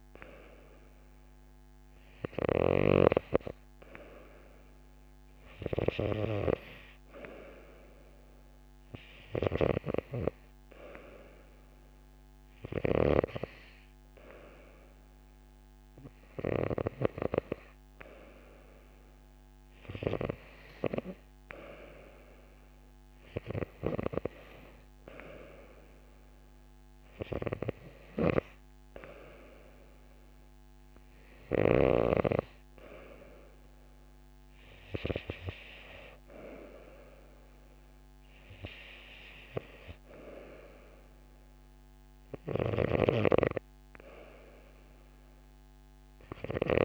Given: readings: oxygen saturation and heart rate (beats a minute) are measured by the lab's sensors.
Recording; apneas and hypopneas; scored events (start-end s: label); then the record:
breathing in sleep by a microphone on the trachea; none
none scored
From the record:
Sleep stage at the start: N2 (light sleep); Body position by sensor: on the right side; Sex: female